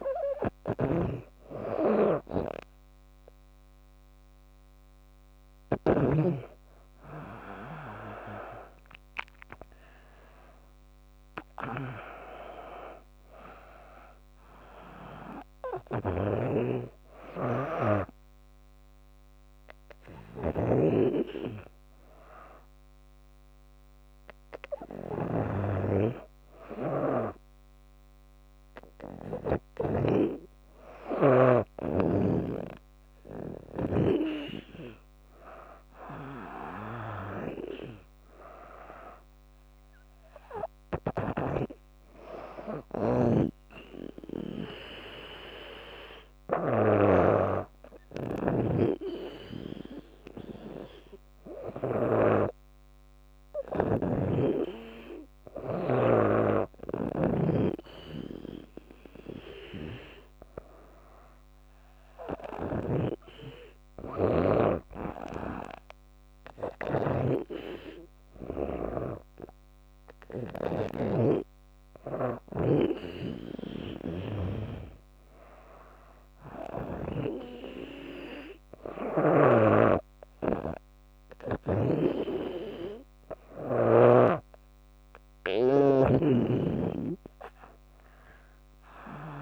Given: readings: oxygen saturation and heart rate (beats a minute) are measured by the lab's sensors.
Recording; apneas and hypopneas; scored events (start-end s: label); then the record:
breathing in sleep by a microphone on the trachea; none
0.00-29.50 s: snoring (device-marked)
41.00-55.50 s: snoring (device-marked)
62.00-74.50 s: snoring (device-marked)
79.00-83.50 s: snoring (device-marked)
85.50-89.42 s: snoring (device-marked)
From the record:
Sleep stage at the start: N2 (light sleep); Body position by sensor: on the back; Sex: female